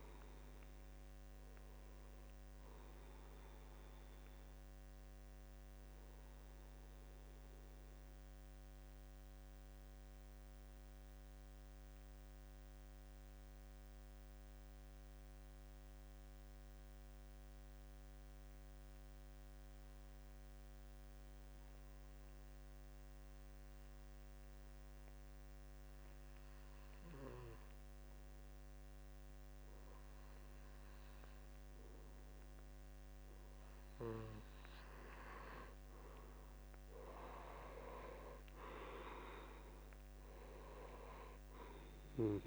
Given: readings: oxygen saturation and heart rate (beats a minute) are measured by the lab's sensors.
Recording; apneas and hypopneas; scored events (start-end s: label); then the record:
breathing in sleep by a microphone on the trachea; 1
0.00-13.50 s: oxygen desaturation (device-marked, oxygen 82% lowest, heart rate 63 extreme)
5.50-32.50 s: obstructive apnea (oxygen 96% before, 82% lowest, heart rate 72 before, 63 extreme, up 6 after)
29.50-42.47 s: oxygen desaturation (device-marked, oxygen 96% before, 82% lowest, heart rate 66 before, 66 extreme)
39.00-42.47 s: arousal
From the record:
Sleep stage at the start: N2 (light sleep); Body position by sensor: on the back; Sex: male